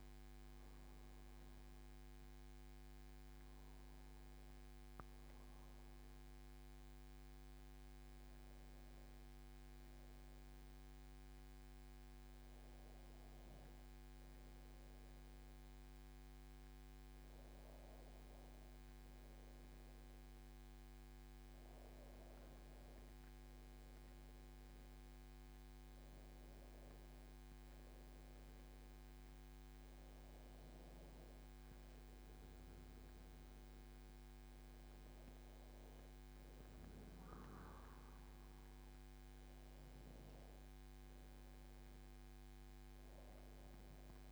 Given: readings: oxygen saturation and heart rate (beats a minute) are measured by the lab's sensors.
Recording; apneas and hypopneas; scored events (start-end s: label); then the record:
breathing in sleep, hard to hear, by a microphone on the trachea; none
none scored
From the record:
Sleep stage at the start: N2 (light sleep); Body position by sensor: on the back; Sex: male